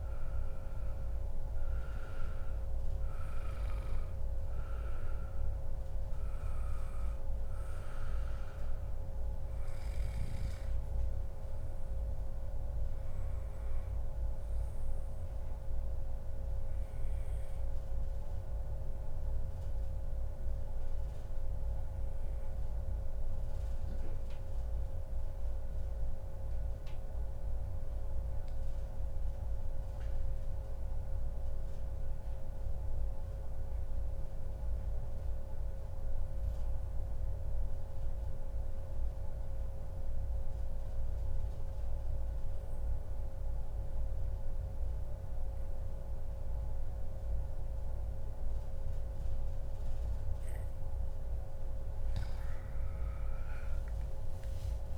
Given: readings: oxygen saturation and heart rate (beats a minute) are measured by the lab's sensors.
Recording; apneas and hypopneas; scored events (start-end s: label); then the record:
breathing in sleep, hard to hear, by a room microphone; 1
2.50-12.50 s: oxygen desaturation (device-marked, oxygen 97% before, 93% lowest, heart rate 132 before, 107 extreme)
17.00-50.00 s: obstructive apnea (oxygen 97% before, 93% lowest, heart rate 142 before, 107 extreme)
52.50-54.98 s: arousal
From the record:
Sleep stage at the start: N2 (light sleep); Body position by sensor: on the back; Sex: male